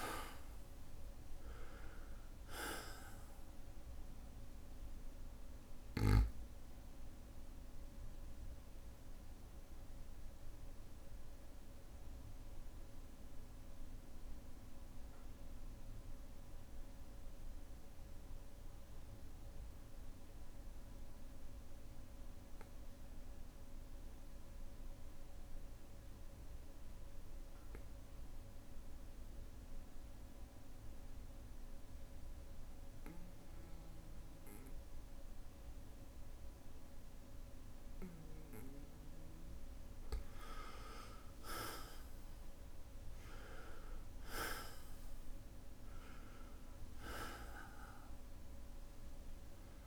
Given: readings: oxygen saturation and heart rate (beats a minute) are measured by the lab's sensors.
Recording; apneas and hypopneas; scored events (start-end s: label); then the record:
breathing in sleep by a room microphone; 1
0.00-28.00 s: oxygen desaturation (device-marked, oxygen 91% lowest, heart rate 54 extreme)
8.50-37.50 s: obstructive apnea (oxygen 99% before, 91% lowest, heart rate 61 before, 54 extreme, up 6 after)
9.00-37.00 s: bradycardia (device-marked, heart rate 59 before, 54 extreme)
36.00-49.86 s: oxygen desaturation (device-marked, oxygen 99% before, 91% lowest, heart rate 55 before, 55 extreme)
42.00-47.00 s: arousal
From the record:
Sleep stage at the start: N2 (light sleep); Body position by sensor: on the back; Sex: male